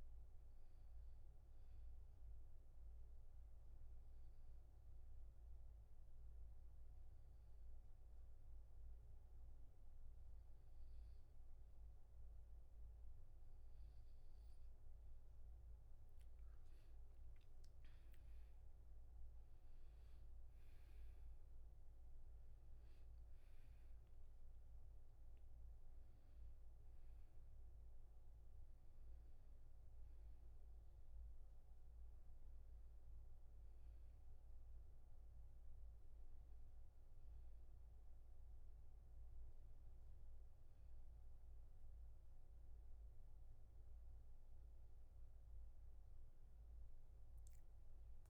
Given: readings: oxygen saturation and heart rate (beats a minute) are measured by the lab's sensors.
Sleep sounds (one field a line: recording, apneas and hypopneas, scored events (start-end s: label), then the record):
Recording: breathing in sleep, hard to hear, by a room microphone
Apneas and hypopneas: 1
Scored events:
0.00-10.50 s: oxygen desaturation (device-marked, oxygen 91% lowest, heart rate 68 extreme)
1.50-15.00 s: obstructive apnea (oxygen 96% before, 90% lowest, heart rate 72 before, 68 extreme, up 9 after)
17.00-21.00 s: arousal
23.50-37.50 s: oxygen desaturation (device-marked, oxygen 98% before, 90% lowest, heart rate 72 before, 66 extreme)
From the record:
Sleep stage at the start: N2 (light sleep)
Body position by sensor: on the back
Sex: male